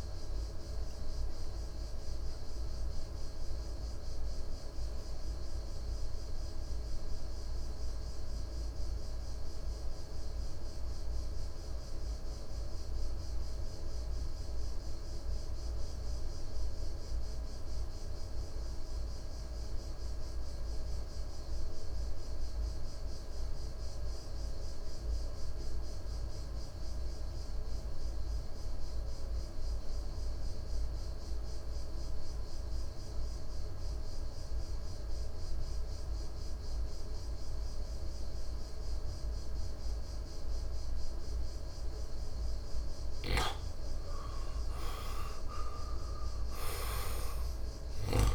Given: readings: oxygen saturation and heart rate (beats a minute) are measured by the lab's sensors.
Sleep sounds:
breathing in sleep, hard to hear, by a room microphone; 1
0.00-14.00 s: oxygen desaturation (device-marked, oxygen 89% lowest, heart rate 57 extreme)
1.50-44.00 s: obstructive apnea (oxygen 99% before, 84% lowest, heart rate 61 before, 52 extreme, up 8 after)
29.00-48.35 s: oxygen desaturation (device-marked, oxygen 98% before, 84% lowest, heart rate 58 before, 52 extreme)
45.50-48.35 s: arousal
From the record:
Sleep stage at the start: N2 (light sleep); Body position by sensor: on the right side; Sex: male

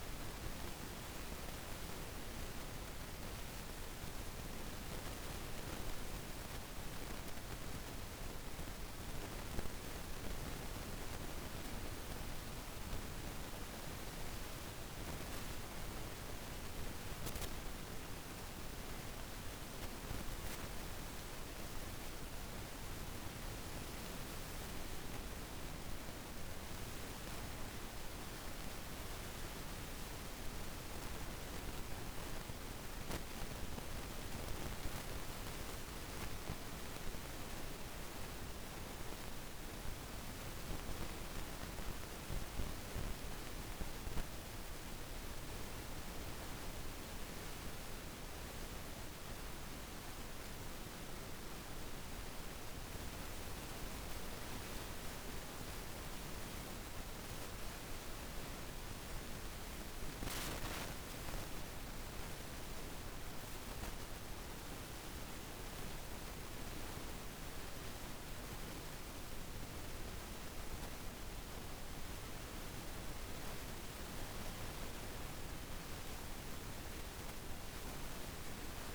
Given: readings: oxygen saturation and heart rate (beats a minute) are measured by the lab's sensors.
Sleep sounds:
breathing in sleep, hard to hear, by a room microphone; 1
3.00-17.00 s: oxygen desaturation (device-marked, oxygen 96% before, 92% lowest, heart rate 54 before, 54 extreme)
34.00-45.00 s: hypopnea (oxygen 96% before, 90% lowest, heart rate 55 before, 52 extreme, up 5 after)
35.00-64.00 s: oxygen desaturation (device-marked, oxygen 96% before, 90% lowest, heart rate 55 before, 25 extreme)
45.00-48.50 s: arousal
75.00-78.95 s: new sleep stage, awake
From the record:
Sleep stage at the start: N2 (light sleep); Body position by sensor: on the back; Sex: female

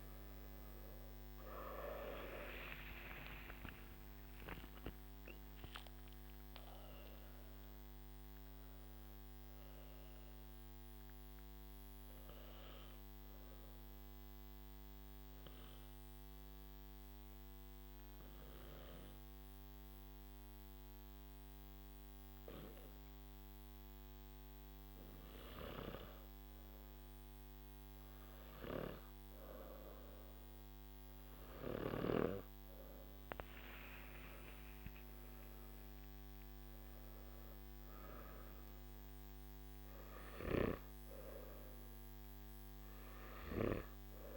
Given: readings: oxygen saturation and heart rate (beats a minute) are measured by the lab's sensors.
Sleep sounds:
breathing in sleep by a microphone on the trachea; 1
0.00-18.00 s: oxygen desaturation (device-marked, oxygen 91% lowest, heart rate 52 extreme)
13.00-26.50 s: obstructive apnea (oxygen 98% before, 91% lowest, heart rate 69 before, 49 extreme, up 8 after)
35.00-44.37 s: oxygen desaturation (device-marked, oxygen 99% before, 94% lowest, heart rate 56 before, 49 extreme)
From the record:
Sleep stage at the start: N3 (deep sleep); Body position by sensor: on the back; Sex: male

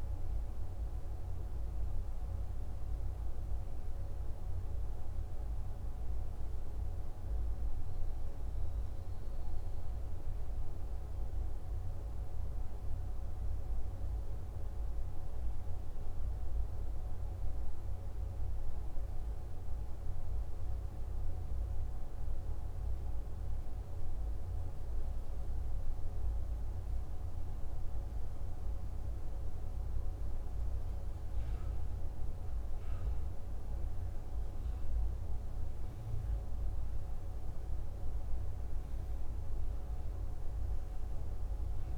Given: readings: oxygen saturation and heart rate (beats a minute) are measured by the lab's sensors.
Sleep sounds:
breathing in sleep, hard to hear, by a room microphone; none
none scored
From the record:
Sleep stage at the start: N2 (light sleep); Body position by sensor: on the back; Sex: male

